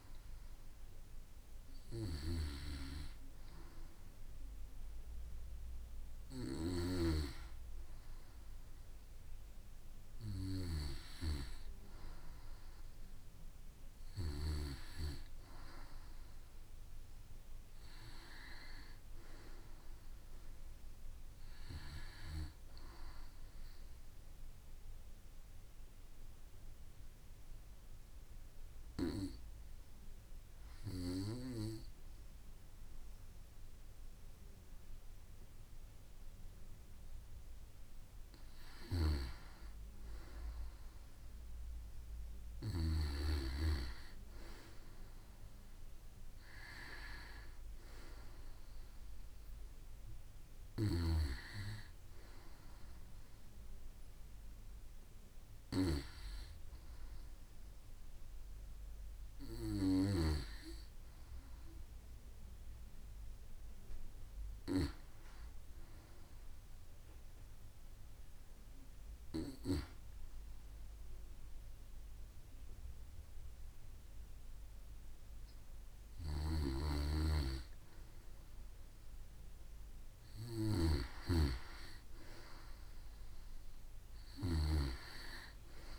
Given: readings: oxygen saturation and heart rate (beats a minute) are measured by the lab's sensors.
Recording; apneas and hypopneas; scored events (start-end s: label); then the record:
breathing in sleep by a room microphone; 2
0.00-13.50 s: oxygen desaturation (device-marked, oxygen 89% lowest, heart rate 36 extreme)
24.50-37.00 s: obstructive apnea (oxygen 93% before, 90% lowest, heart rate 53 before, 34 extreme, up 10 after)
39.00-43.00 s: arousal
50.50-60.50 s: snoring (device-marked)
60.00-63.50 s: arousal
65.50-76.50 s: hypopnea (oxygen 91% before, 90% lowest, heart rate 46 before, 53 extreme, up 10 after)
76.00-85.99 s: snoring (device-marked)
79.50-82.00 s: arousal
From the record:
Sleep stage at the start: N2 (light sleep); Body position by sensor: on the back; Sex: female